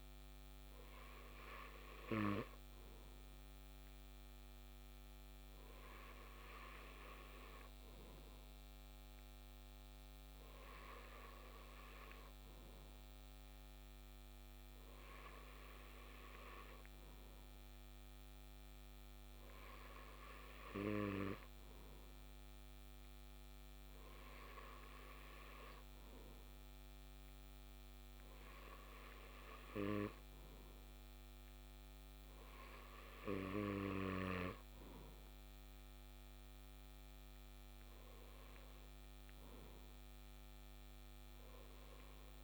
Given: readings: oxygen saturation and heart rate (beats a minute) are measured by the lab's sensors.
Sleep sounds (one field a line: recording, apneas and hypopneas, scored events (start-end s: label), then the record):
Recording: breathing in sleep by a microphone on the trachea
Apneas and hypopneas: none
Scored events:
none scored
From the record:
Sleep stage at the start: N2 (light sleep)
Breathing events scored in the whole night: 207 in 6.1 hours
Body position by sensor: on the left side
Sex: male